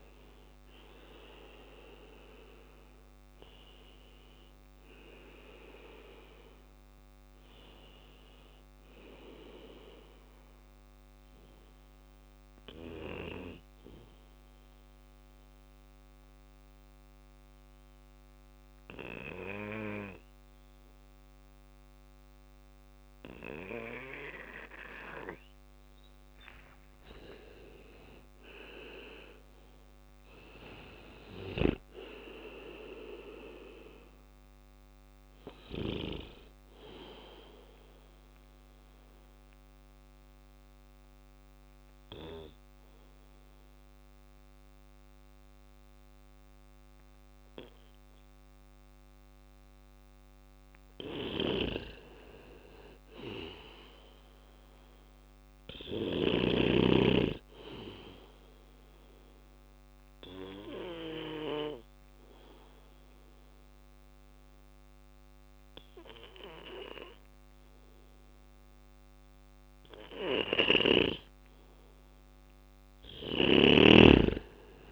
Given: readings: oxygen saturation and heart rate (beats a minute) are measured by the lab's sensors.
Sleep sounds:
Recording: breathing in sleep by a microphone on the trachea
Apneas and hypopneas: 3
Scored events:
0.00-1.00 s: arousal
0.00-10.00 s: drop in pulse transit time (device-marked, heart rate 59 extreme)
6.00-24.00 s: bradycardia (device-marked, heart rate 60 before, 58 extreme)
10.00-23.50 s: obstructive apnea (oxygen 98% before, 93% lowest, heart rate 61 before, 54 extreme, up 3 after)
25.00-29.00 s: arousal
30.00-35.00 s: snoring (device-marked)
30.00-43.00 s: drop in pulse transit time (device-marked, heart rate 59 before, 54 extreme)
33.00-49.00 s: bradycardia (device-marked, heart rate 60 before, 54 extreme)
33.00-57.00 s: oxygen desaturation (device-marked, oxygen 99% before, 93% lowest, heart rate 59 before, 54 extreme)
36.00-48.50 s: obstructive apnea (oxygen 99% before, 93% lowest, heart rate 59 before, 54 extreme, up 6 after)
50.00-53.50 s: arousal
50.00-55.00 s: snoring (device-marked)
51.00-71.00 s: bradycardia (device-marked, heart rate 60 before, 57 extreme)
55.50-70.50 s: obstructive apnea (oxygen 98% before, 93% lowest, heart rate 57 before, 57 extreme, up 4 after)
72.00-74.92 s: arousal
72.00-74.92 s: snoring (device-marked)
From the record:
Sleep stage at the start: N2 (light sleep)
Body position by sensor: on the back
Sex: male

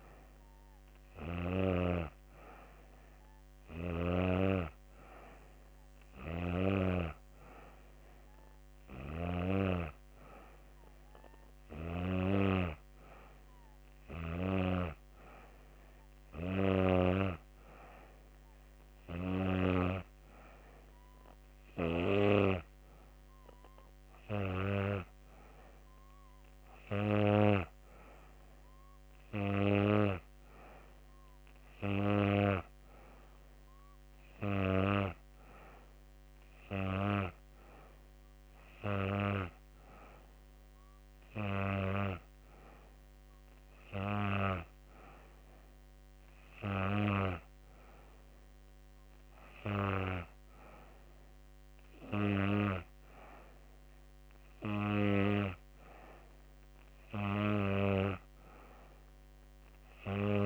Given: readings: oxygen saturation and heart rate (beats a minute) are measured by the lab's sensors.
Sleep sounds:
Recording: breathing in sleep by a microphone on the trachea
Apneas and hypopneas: none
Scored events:
none scored
From the record:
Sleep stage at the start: N2 (light sleep)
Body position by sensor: on the back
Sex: female

